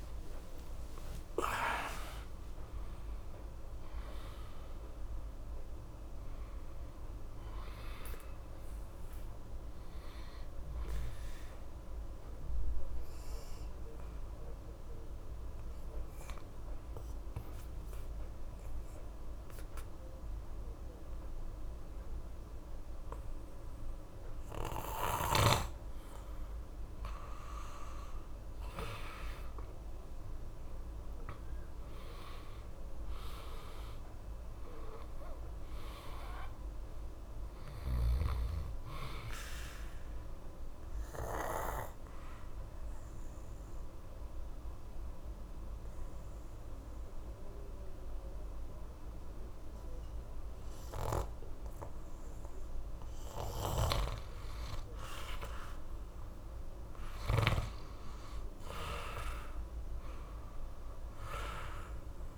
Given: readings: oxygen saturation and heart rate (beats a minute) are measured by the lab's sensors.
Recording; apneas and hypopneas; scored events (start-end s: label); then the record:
breathing in sleep by a room microphone; 2
0.00-1.00 s: arousal
0.00-25.50 s: oxygen desaturation (device-marked, oxygen 83% lowest, heart rate 65 extreme)
11.00-27.00 s: obstructive apnea (oxygen 97% before, 83% lowest, heart rate 87 before, 65 extreme, up 4 after)
29.00-32.50 s: arousal
34.50-48.50 s: oxygen desaturation (device-marked, oxygen 97% before, 89% lowest, heart rate 68 before, 66 extreme)
41.00-55.50 s: obstructive apnea (oxygen 97% before, 85% lowest, heart rate 68 before, 66 extreme, up 1 after)
57.00-60.50 s: arousal
58.50-62.38 s: oxygen desaturation (device-marked, oxygen 96% before, 89% lowest, heart rate 68 before, 66 extreme)
From the record:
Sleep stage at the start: N2 (light sleep); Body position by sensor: on the back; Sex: male